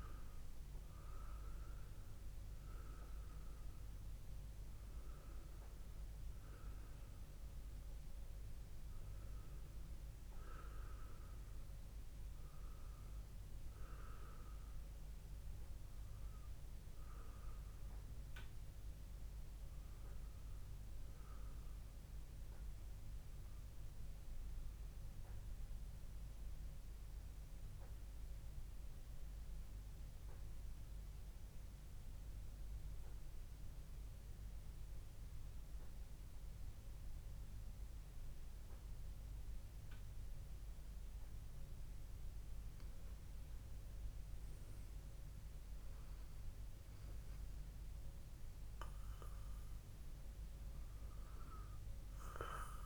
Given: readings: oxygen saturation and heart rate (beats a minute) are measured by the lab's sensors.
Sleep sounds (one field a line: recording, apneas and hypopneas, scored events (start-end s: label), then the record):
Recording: breathing in sleep, hard to hear, by a room microphone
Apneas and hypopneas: 1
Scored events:
0.00-11.50 s: oxygen desaturation (device-marked, oxygen 93% lowest, heart rate 58 extreme)
24.50-41.00 s: central apnea (oxygen 96% before, 93% lowest, heart rate 62 before, 59 extreme, up 2 after)
43.00-46.50 s: arousal
From the record:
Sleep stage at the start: N2 (light sleep)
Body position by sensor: on the back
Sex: male